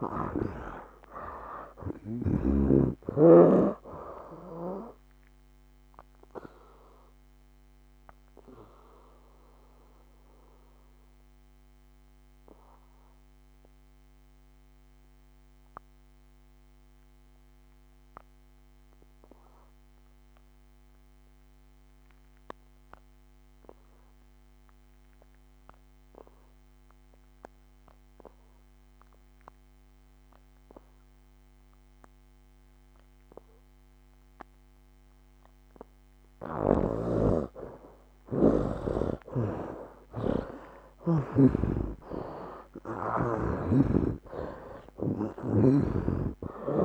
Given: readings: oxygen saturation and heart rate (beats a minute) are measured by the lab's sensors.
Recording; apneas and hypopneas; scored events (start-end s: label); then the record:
breathing in sleep by a microphone on the trachea; 1
0.00-2.50 s: snoring (device-marked)
0.00-27.00 s: oxygen desaturation (device-marked, oxygen 75% lowest, heart rate 67 extreme)
6.50-34.50 s: mixed apnea (oxygen 97% before, 74% lowest, heart rate 71 before, 67 extreme, up 7 after)
33.00-46.85 s: oxygen desaturation (device-marked, oxygen 98% before, 74% lowest, heart rate 69 before, 65 extreme)
39.50-44.50 s: arousal
41.50-45.50 s: snoring (device-marked)
From the record:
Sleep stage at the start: N2 (light sleep); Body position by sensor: on the back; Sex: male